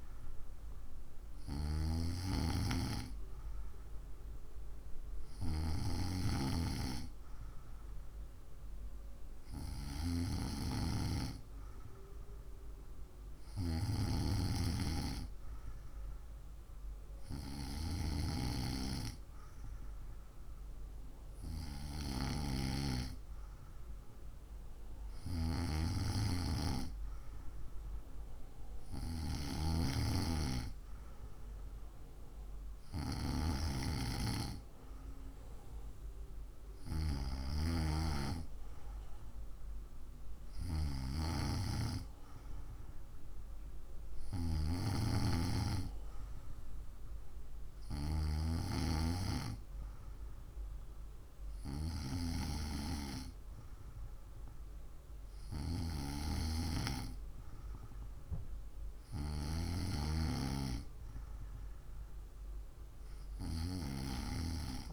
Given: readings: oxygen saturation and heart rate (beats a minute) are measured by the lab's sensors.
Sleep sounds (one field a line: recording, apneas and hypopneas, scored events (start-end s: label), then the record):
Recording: breathing in sleep by a room microphone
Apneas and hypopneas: none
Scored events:
none scored
From the record:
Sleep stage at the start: N2 (light sleep)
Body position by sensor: on the right side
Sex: female